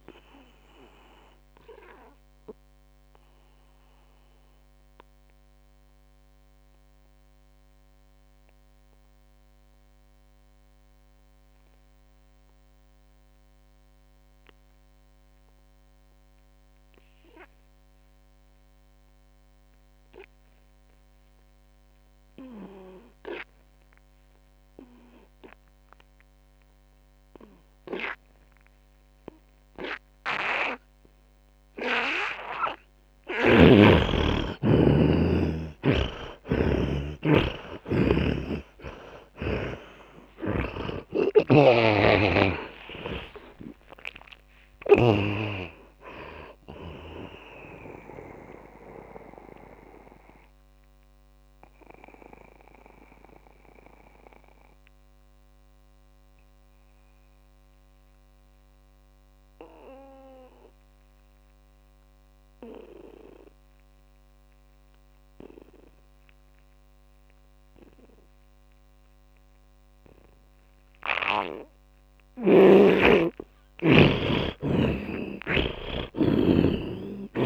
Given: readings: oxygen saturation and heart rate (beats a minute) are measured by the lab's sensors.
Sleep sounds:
breathing in sleep by a microphone on the trachea; 2
0.00-22.00 s: oxygen desaturation (device-marked, oxygen 76% lowest)
0.50-33.00 s: obstructive apnea (oxygen 100% before, 76% lowest)
27.00-52.00 s: oxygen desaturation (device-marked, oxygen 100% before, 82% lowest)
37.00-42.00 s: tachycardia (device-marked)
38.00-44.50 s: arousal
41.00-45.50 s: snoring (device-marked)
49.00-72.00 s: mixed apnea (oxygen 100% before, 78% lowest)
54.00-67.00 s: oxygen desaturation (device-marked, oxygen 86% before, 78% lowest)
74.00-77.46 s: oxygen desaturation (device-marked, oxygen 100% before, 79% lowest)
75.00-77.46 s: arousal
From the record:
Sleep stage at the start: N2 (light sleep); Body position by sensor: on the back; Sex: male

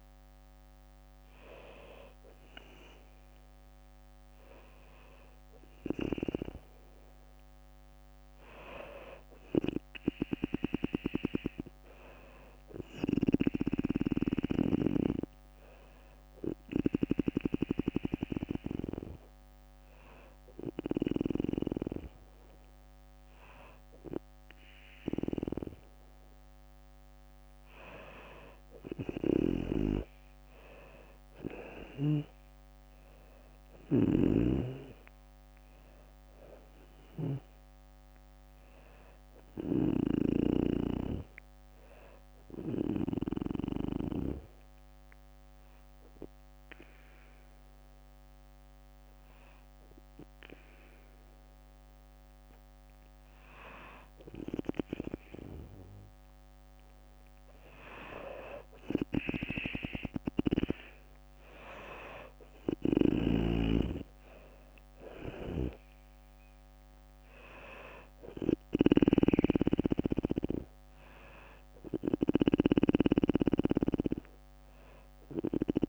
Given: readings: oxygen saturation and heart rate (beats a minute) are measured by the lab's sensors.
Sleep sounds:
breathing in sleep by a microphone on the trachea; 2
9.50-21.00 s: snoring (device-marked)
11.00-15.00 s: arousal
11.50-19.50 s: drop in pulse transit time (device-marked, heart rate 63 before, 63 extreme)
17.50-27.50 s: hypopnea (oxygen 97% before, 94% lowest, heart rate 64 before, 60 extreme, up 9 after)
28.50-39.00 s: snoring (device-marked)
30.00-34.50 s: arousal
30.50-43.50 s: drop in pulse transit time (device-marked, heart rate 63 before, 65 extreme)
43.00-54.00 s: hypopnea (oxygen 97% before, 94% lowest, heart rate 65 before, 61 extreme, up 4 after)
60.50-75.89 s: oxygen desaturation (device-marked, oxygen 97% before, 94% lowest, heart rate 63 before, 59 extreme)
62.00-72.00 s: snoring (device-marked)
64.00-68.50 s: arousal
66.50-75.89 s: drop in pulse transit time (device-marked, heart rate 63 before, 61 extreme)
From the record:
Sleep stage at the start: N2 (light sleep); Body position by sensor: on the back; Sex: female

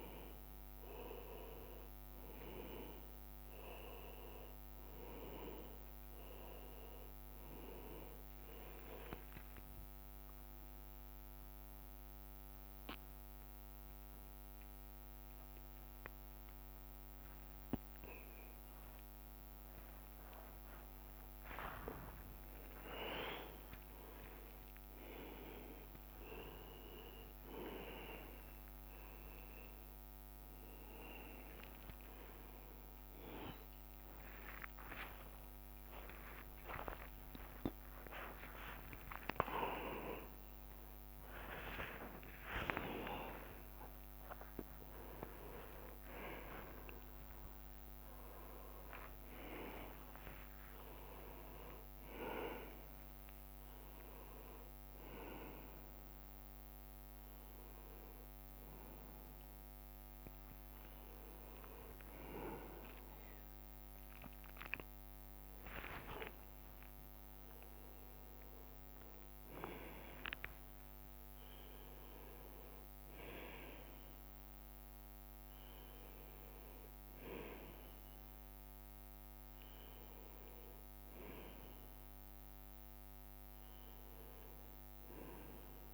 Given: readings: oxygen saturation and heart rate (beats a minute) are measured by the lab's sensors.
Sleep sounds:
a person awake in a sleep study, by a microphone on the trachea; none
0.00-5.00 s: bradycardia (device-marked)
8.50-10.50 s: long interval between heartbeats (device-marked, heart rate 56 before, 64 extreme)
12.00-18.00 s: bradycardia (device-marked)
14.00-15.00 s: drop in pulse transit time (device-marked, heart rate 47 before, 64 extreme)
18.00-24.00 s: drop in pulse transit time (device-marked, heart rate 46 before, 27 extreme)
19.50-21.50 s: long interval between heartbeats (device-marked, heart rate 46 before, 38 extreme)
22.50-24.50 s: long interval between heartbeats (device-marked, heart rate 48 before, 77 extreme)
24.00-45.00 s: bradycardia (device-marked)
27.00-28.00 s: drop in pulse transit time (device-marked, heart rate 57 before, 34 extreme)
30.00-31.00 s: leg movement (device-marked)
32.00-35.50 s: leg movement (device-marked)
34.50-36.50 s: long interval between heartbeats (device-marked, heart rate 43 before, 40 extreme)
35.50-40.50 s: leg movement (device-marked)
39.00-40.00 s: drop in pulse transit time (device-marked, heart rate 45 before, 40 extreme)
43.50-45.50 s: long interval between heartbeats (device-marked)
46.00-48.00 s: long interval between heartbeats (device-marked, heart rate 32 before, 36 extreme)
49.50-54.00 s: leg movement (device-marked)
50.00-52.00 s: long interval between heartbeats (device-marked, heart rate 36 before, 69 extreme)
50.00-57.00 s: bradycardia (device-marked, heart rate 66 before, 35 extreme)
50.00-59.00 s: drop in pulse transit time (device-marked, heart rate 36 before, 35 extreme)
55.00-57.00 s: long interval between heartbeats (device-marked, heart rate 44 before, 59 extreme)
58.00-60.00 s: long interval between heartbeats (device-marked, heart rate 47 before, 51 extreme)
62.00-67.00 s: tachycardia (device-marked, heart rate 66 before, 122 extreme)
62.50-64.50 s: long interval between heartbeats (device-marked, heart rate 51 before, 82 extreme)
63.00-65.00 s: leg movement (device-marked)
64.50-66.50 s: long interval between heartbeats (device-marked, heart rate 58 before, 100 extreme)
65.50-68.50 s: leg movement (device-marked)
68.00-70.00 s: long interval between heartbeats (device-marked, heart rate 74 before, 107 extreme)
71.00-73.00 s: long interval between heartbeats (device-marked, heart rate 77 before, 77 extreme)
73.00-82.00 s: tachycardia (device-marked, heart rate 67 before, 106 extreme)
74.00-81.00 s: drop in pulse transit time (device-marked, heart rate 80 before, 79 extreme)
75.00-77.00 s: long interval between heartbeats (device-marked, heart rate 82 before, 88 extreme)
82.00-85.94 s: bradycardia (device-marked)
82.50-85.00 s: leg movement (device-marked)
From the record:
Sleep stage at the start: awake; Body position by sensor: on the right side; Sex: male

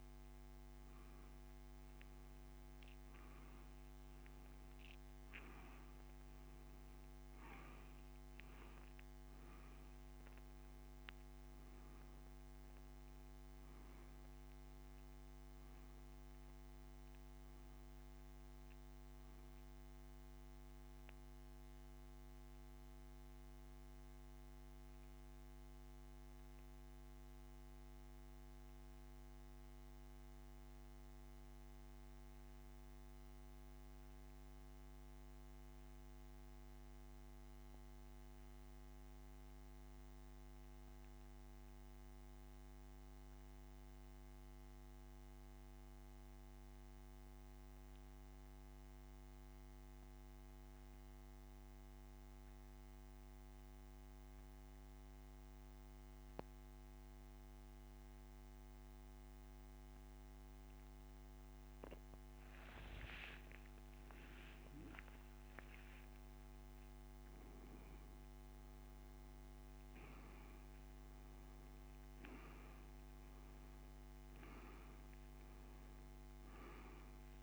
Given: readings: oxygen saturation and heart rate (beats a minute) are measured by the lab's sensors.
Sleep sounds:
breathing in sleep, hard to hear, by a microphone on the trachea; 1
18.50-48.50 s: oxygen desaturation (device-marked, oxygen 93% before, 86% lowest, heart rate 63 before, 40 extreme)
27.50-61.00 s: central apnea (oxygen 95% before, 84% lowest)
63.00-67.50 s: arousal
71.50-77.43 s: oxygen desaturation (device-marked, oxygen 97% before, 84% lowest)
From the record:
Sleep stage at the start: N2 (light sleep); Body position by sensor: on the back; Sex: male

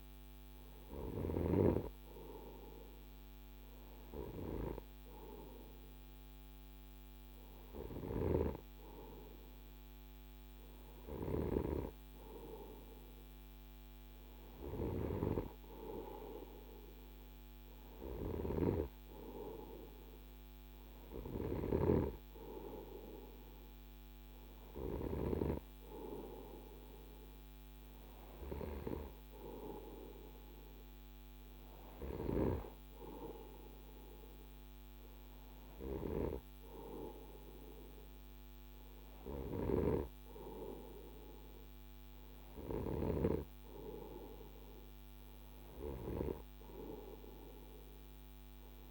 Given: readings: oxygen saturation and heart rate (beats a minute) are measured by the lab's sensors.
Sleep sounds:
breathing in sleep by a microphone on the trachea; none
none scored
From the record:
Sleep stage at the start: N2 (light sleep); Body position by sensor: on the right side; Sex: male

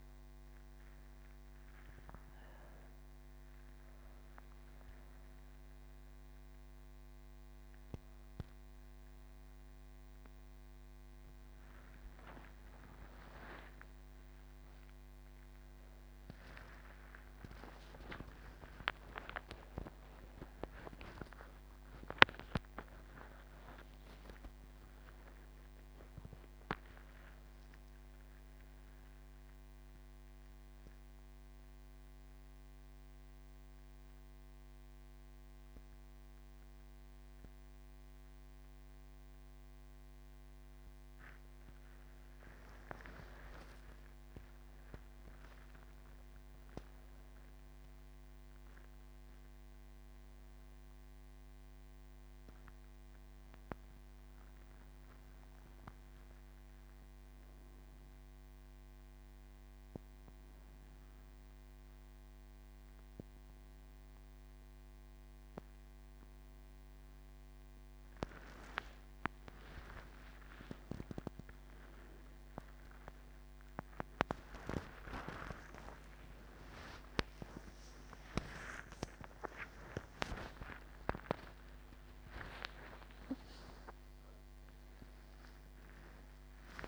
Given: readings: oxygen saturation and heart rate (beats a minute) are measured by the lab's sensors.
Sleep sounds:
breathing in sleep by a microphone on the trachea; 1
30.00-42.50 s: obstructive apnea (oxygen 98% before, 94% lowest, heart rate 65 before, 38 extreme, up 38 after)
From the record:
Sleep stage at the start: N1 (lightest sleep); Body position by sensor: on the back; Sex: female

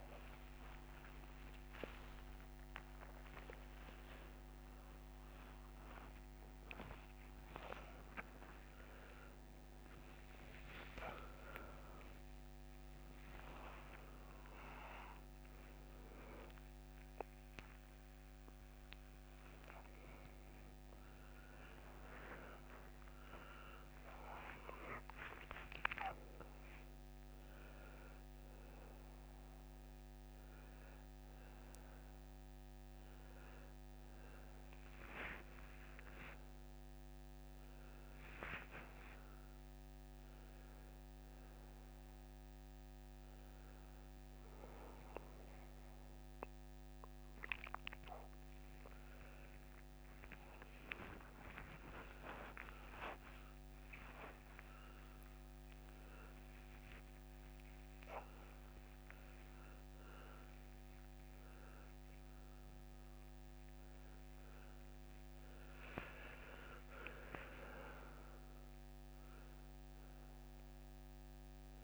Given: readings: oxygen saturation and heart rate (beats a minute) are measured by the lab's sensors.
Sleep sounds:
a person awake in a sleep study, by a microphone on the trachea; none
27.50-35.50 s: oxygen desaturation (device-marked, oxygen 96% before, 93% lowest, heart rate 77 before, 69 extreme)
From the record:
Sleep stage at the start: awake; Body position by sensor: on the right side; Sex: male

